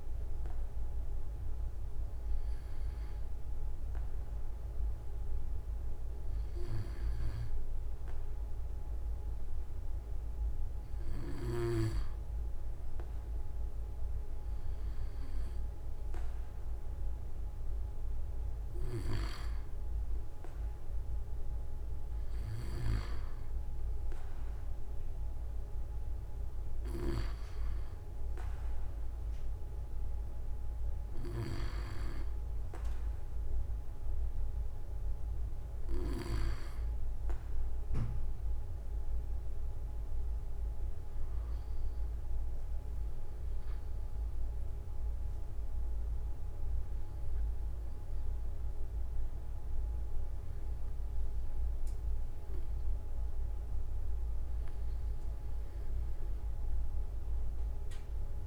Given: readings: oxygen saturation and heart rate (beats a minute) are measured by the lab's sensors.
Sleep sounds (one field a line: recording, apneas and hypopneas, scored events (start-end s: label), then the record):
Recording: breathing in sleep by a room microphone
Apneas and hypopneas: none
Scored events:
12.00-14.00 s: long interval between heartbeats (device-marked)
22.50-24.50 s: long interval between heartbeats (device-marked)
43.50-45.50 s: long interval between heartbeats (device-marked)
44.00-58.47 s: new sleep stage, REM sleep
56.50-58.47 s: long interval between heartbeats (device-marked)
From the record:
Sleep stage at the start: N2 (light sleep)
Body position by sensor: on the back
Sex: male